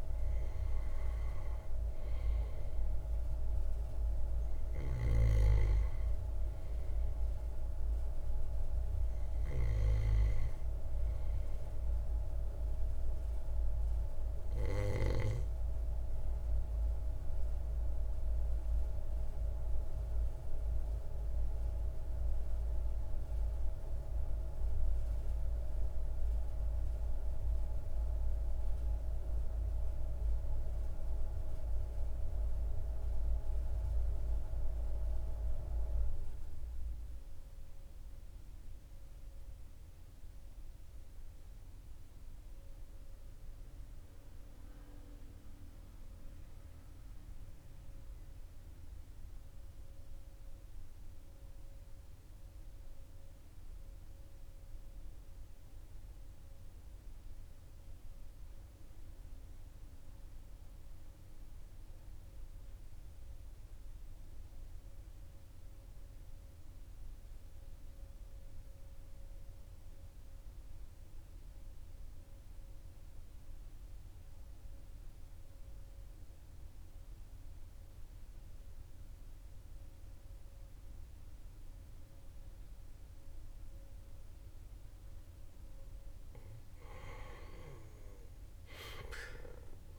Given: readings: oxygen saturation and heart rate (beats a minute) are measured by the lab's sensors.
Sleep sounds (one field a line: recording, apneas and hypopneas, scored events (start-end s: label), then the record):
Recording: breathing in sleep by a room microphone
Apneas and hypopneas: 1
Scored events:
18.50-85.50 s: obstructive apnea (oxygen 99% before, 79% lowest, heart rate 41 before, 39 extreme, up 10 after)
58.50-89.99 s: oxygen desaturation (device-marked, oxygen 98% before, 79% lowest, heart rate 39 before, 40 extreme)
88.50-89.99 s: new sleep stage, N1 (lightest sleep)
From the record:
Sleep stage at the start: REM sleep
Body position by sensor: on the back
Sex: male